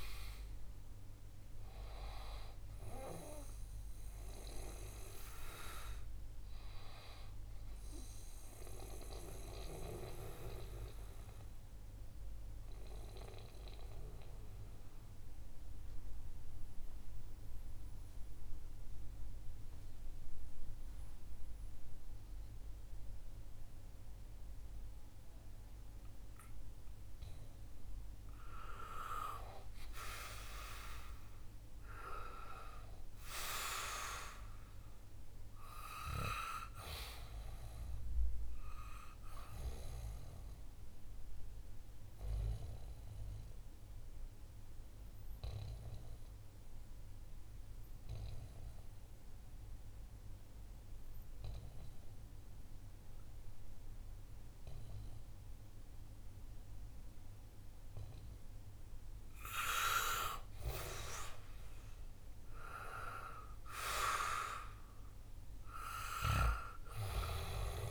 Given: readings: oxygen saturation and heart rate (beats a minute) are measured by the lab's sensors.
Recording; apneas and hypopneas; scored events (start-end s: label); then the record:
breathing in sleep by a room microphone; 2
0.00-20.50 s: oxygen desaturation (device-marked, oxygen 92% lowest, heart rate 63 extreme)
9.00-27.50 s: mixed apnea (oxygen 98% before, 92% lowest, heart rate 68 before, 63 extreme, up 3 after)
31.00-35.50 s: arousal
35.50-55.50 s: oxygen desaturation (device-marked, oxygen 98% before, 94% lowest, heart rate 67 before, 61 extreme)
41.00-58.50 s: obstructive apnea (oxygen 98% before, 93% lowest, heart rate 67 before, 61 extreme, up 3 after)
61.00-64.50 s: arousal
From the record:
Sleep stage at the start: N2 (light sleep); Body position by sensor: on the back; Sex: male